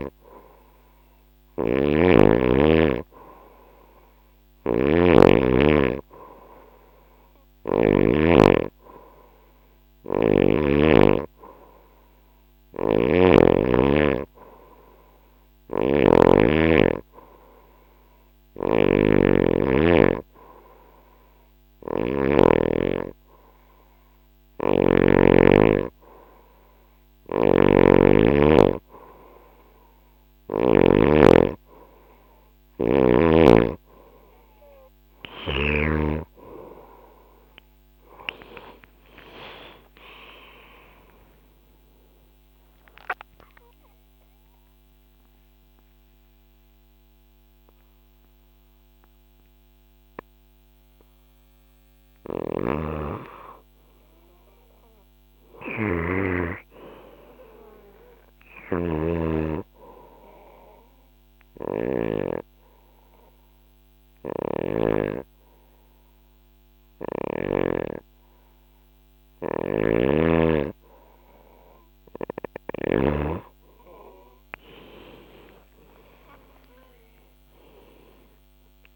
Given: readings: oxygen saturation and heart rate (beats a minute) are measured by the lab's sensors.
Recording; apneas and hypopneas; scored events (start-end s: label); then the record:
breathing in sleep by a microphone on the trachea; 1
0.50-7.00 s: snoring (device-marked)
9.00-21.50 s: snoring (device-marked)
23.50-30.00 s: snoring (device-marked)
38.50-43.50 s: arousal
51.50-61.50 s: snoring (device-marked)
60.00-71.00 s: hypopnea (oxygen 98% before, 93% lowest, heart rate 76 before, 67 extreme, up 8 after)
63.50-67.00 s: snoring (device-marked)
69.00-72.50 s: snoring (device-marked)
75.00-78.96 s: arousal
From the record:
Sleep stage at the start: N2 (light sleep); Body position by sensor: on the right side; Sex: female